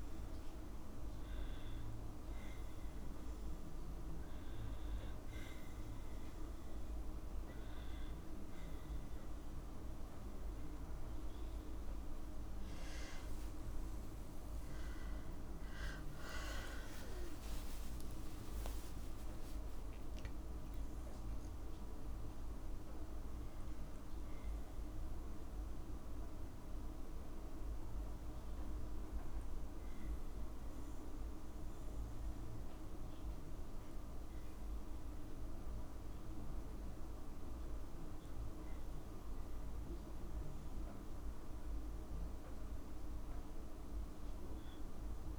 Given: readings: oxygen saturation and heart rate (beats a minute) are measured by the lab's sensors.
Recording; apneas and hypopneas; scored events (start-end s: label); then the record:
a person awake in a sleep study, hard to hear, by a room microphone; none
none scored
From the record:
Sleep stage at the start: awake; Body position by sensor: on the back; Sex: female